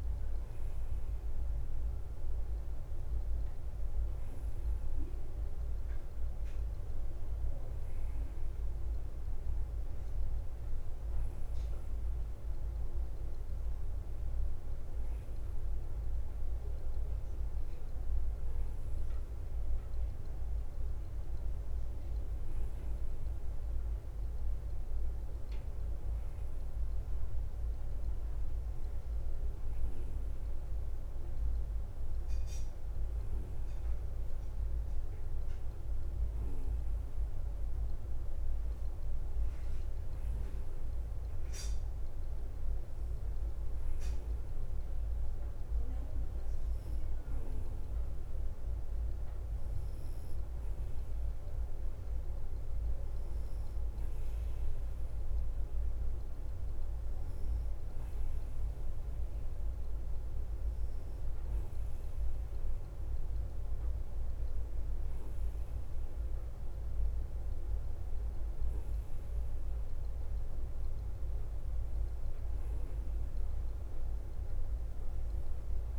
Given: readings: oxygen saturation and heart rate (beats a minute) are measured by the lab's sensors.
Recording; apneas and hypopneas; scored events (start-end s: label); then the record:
breathing in sleep, hard to hear, by a room microphone; none
0.00-75.99 s: bradycardia (device-marked, heart rate 49 extreme)
From the record:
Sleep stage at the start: N3 (deep sleep); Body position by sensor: on the right side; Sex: male